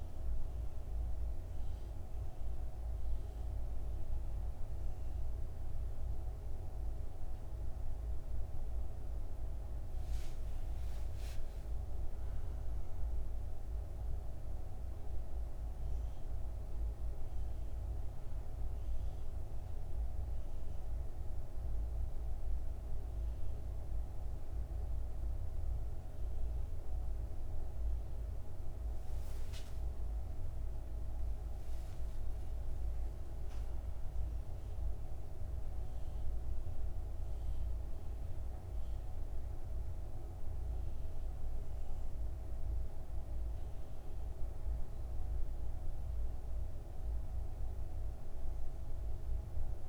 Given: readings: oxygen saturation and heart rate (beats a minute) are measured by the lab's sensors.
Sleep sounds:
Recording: breathing in sleep, hard to hear, by a room microphone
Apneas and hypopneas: none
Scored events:
9.50-13.50 s: arousal
28.00-49.89 s: new sleep stage, N2 (light sleep)
From the record:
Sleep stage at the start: N1 (lightest sleep)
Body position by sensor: on the back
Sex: male

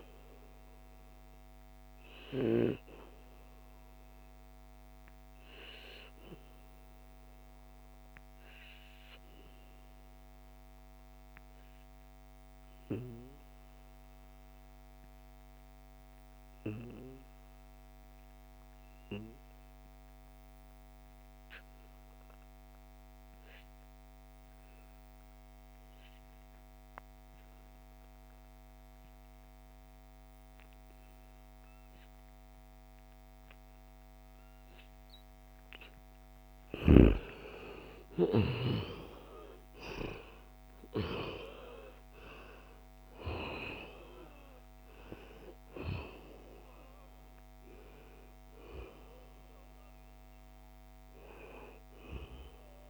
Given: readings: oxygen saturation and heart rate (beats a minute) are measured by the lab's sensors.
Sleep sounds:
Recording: breathing in sleep by a microphone on the trachea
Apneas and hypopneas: 1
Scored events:
0.00-9.50 s: oxygen desaturation (device-marked, oxygen 87% lowest, heart rate 64 extreme)
4.50-34.50 s: obstructive apnea (oxygen 95% before, 87% lowest, heart rate 77 before, 65 extreme, up 6 after)
29.50-52.90 s: oxygen desaturation (device-marked, oxygen 97% before, 87% lowest, heart rate 72 before, 65 extreme)
36.00-40.00 s: arousal
From the record:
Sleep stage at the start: N2 (light sleep)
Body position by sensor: on the back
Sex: male

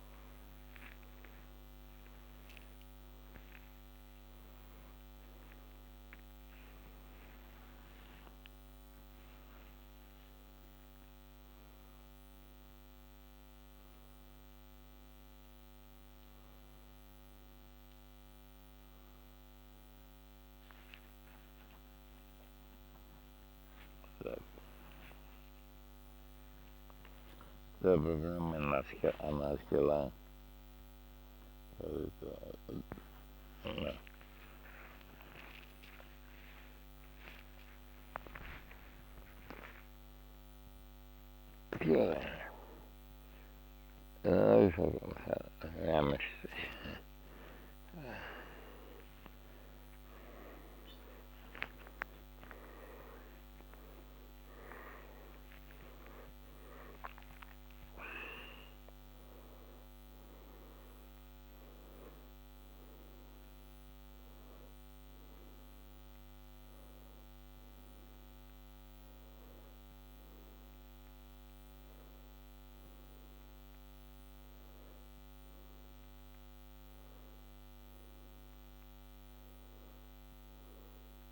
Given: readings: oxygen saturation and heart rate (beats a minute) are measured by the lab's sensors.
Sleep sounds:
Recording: a person awake in a sleep study, by a microphone on the trachea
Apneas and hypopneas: none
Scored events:
49.50-81.32 s: new sleep stage, N1 (lightest sleep)
From the record:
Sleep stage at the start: awake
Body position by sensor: on the back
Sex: male

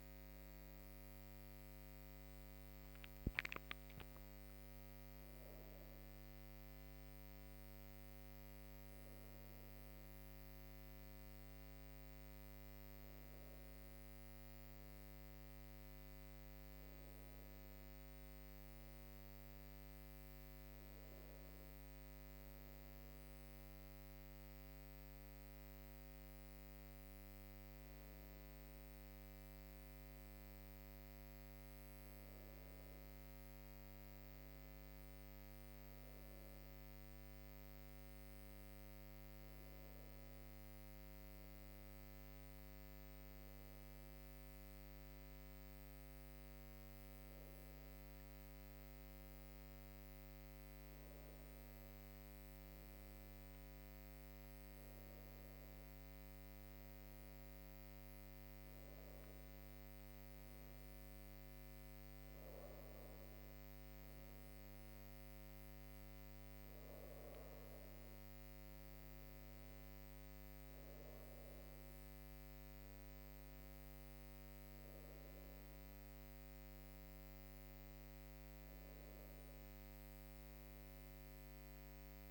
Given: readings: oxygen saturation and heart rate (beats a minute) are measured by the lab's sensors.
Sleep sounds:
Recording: breathing in sleep, hard to hear, by a microphone on the trachea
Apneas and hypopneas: none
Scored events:
none scored
From the record:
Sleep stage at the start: N1 (lightest sleep)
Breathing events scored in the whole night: 100 in 5.5 hours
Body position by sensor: on the back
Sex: female

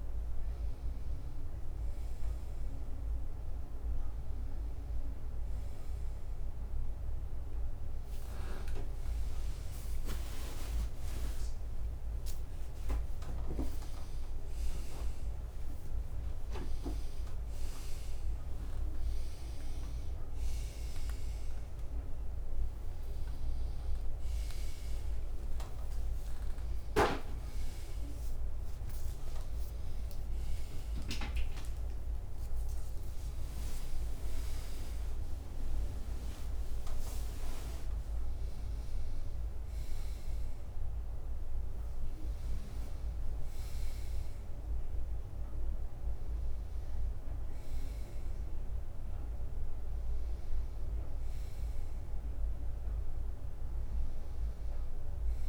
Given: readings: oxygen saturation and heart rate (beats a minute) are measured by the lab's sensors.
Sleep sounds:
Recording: a person awake in a sleep study, by a room microphone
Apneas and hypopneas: none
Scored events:
0.00-3.50 s: leg movement (device-marked)
7.50-15.00 s: leg movement (device-marked)
8.50-26.50 s: drop in pulse transit time (device-marked, heart rate 63 before, 63 extreme)
9.50-11.50 s: long interval between heartbeats (device-marked, heart rate 63 before, 85 extreme)
23.50-25.50 s: long interval between heartbeats (device-marked, heart rate 76 before, 76 extreme)
27.50-32.50 s: tachycardia (device-marked, heart rate 66 before, 106 extreme)
30.00-32.00 s: long interval between heartbeats (device-marked, heart rate 80 before, 97 extreme)
42.50-47.00 s: leg movement (device-marked)
52.50-55.49 s: new sleep stage, N1 (lightest sleep)
From the record:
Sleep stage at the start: awake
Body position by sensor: on the right side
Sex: male

